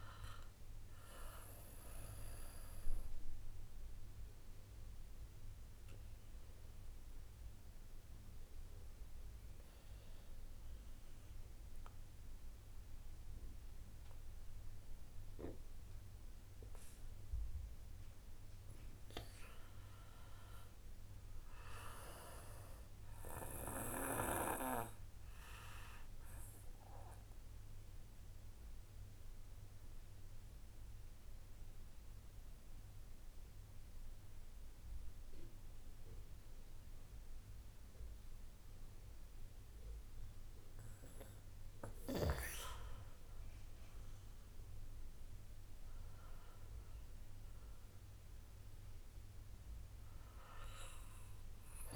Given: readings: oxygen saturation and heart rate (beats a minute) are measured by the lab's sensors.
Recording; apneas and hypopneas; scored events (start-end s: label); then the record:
breathing in sleep by a room microphone; 2
0.00-13.00 s: oxygen desaturation (device-marked, oxygen 88% lowest, heart rate 40 extreme)
5.00-17.00 s: obstructive apnea (oxygen 95% before, 88% lowest, heart rate 54 before, 40 extreme, up 15 after)
19.00-22.00 s: arousal
25.50-41.00 s: obstructive apnea (oxygen 96% before, 88% lowest)
44.50-47.50 s: arousal
47.00-51.96 s: oxygen desaturation (device-marked, oxygen 94% before, 88% lowest)
From the record:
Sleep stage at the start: N2 (light sleep); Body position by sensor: on the back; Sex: male